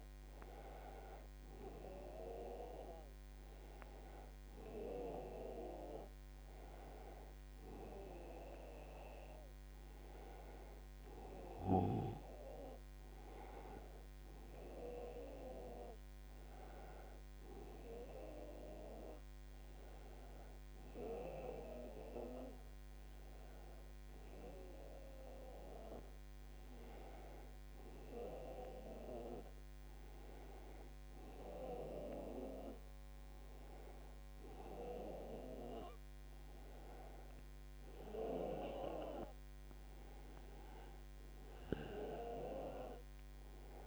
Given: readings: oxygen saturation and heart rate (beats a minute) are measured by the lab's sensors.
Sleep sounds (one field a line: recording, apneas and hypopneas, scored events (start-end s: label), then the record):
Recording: a person awake in a sleep study, by a microphone on the trachea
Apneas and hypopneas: none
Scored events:
none scored
From the record:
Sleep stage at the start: awake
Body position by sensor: on the back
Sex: male